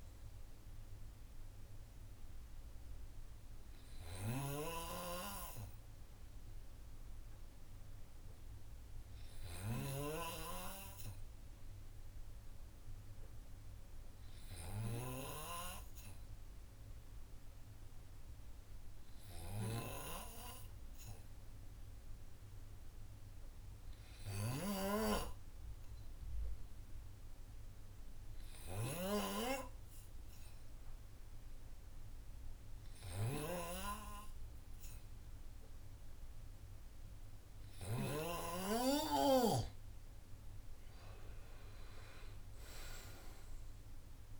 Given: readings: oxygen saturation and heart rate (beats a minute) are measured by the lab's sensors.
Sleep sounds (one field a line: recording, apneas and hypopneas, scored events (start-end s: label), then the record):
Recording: breathing in sleep by a room microphone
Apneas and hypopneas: 1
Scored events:
0.00-10.50 s: snoring (device-marked)
2.00-36.50 s: hypopnea (oxygen 97% before, 94% lowest, heart rate 139 before, 34 extreme)
29.00-38.50 s: snoring (device-marked)
38.50-41.50 s: arousal
From the record:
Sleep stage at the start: N2 (light sleep)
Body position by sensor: on the right side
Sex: male